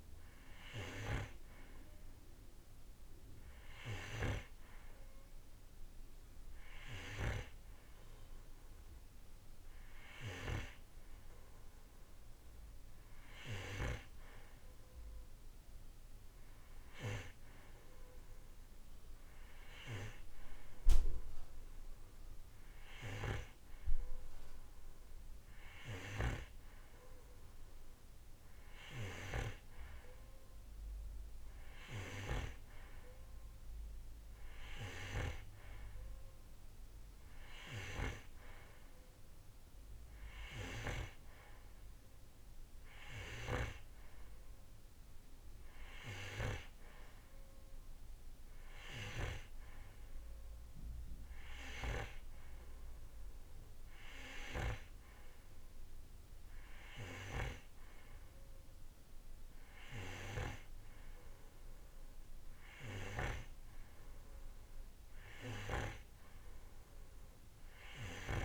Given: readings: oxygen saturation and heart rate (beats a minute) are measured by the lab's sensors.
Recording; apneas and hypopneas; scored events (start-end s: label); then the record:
breathing in sleep by a room microphone; none
none scored
From the record:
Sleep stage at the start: N2 (light sleep); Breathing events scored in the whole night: 226 in 5.2 hours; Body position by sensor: on the right side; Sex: male